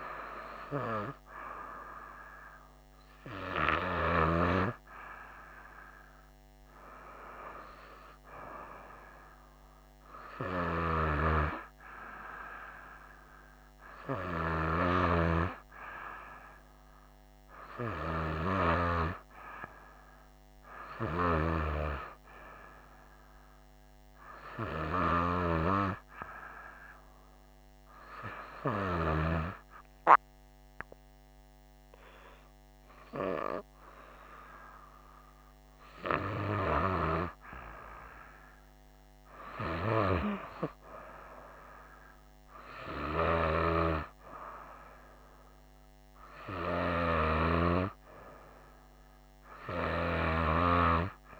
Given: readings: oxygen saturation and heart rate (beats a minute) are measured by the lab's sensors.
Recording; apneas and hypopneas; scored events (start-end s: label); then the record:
breathing in sleep by a microphone on the trachea; none
none scored
From the record:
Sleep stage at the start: N2 (light sleep); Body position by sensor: on the right side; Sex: female